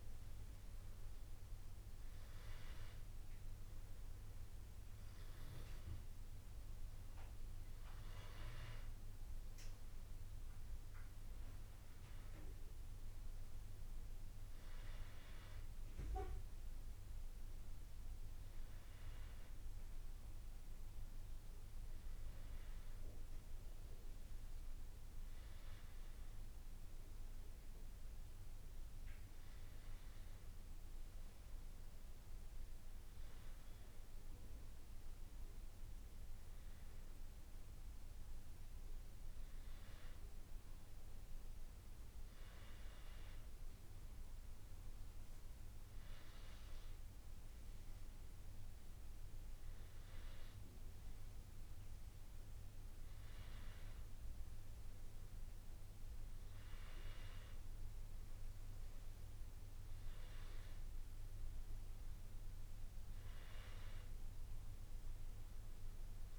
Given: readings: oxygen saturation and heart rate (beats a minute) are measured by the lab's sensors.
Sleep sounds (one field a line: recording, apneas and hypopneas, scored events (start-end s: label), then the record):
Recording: breathing in sleep, hard to hear, by a room microphone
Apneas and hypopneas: none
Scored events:
45.00-48.50 s: arousal
From the record:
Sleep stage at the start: N2 (light sleep)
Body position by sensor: on the back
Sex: male